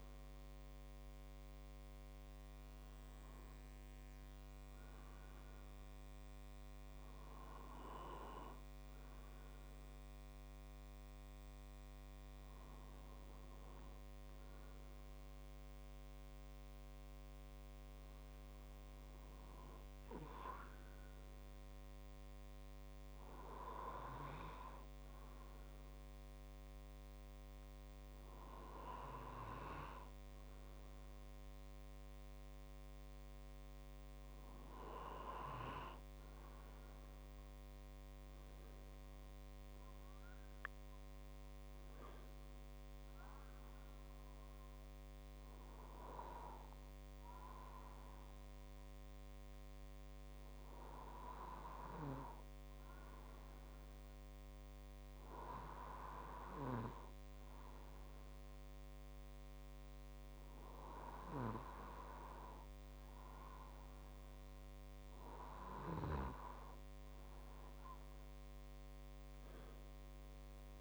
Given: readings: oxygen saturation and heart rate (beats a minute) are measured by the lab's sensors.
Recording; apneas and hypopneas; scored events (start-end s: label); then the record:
breathing in sleep by a microphone on the trachea; none
12.50-31.50 s: drop in pulse transit time (device-marked, heart rate 51 before, 50 extreme)
40.50-44.50 s: arousal
From the record:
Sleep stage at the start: N2 (light sleep); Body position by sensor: on the right side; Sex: male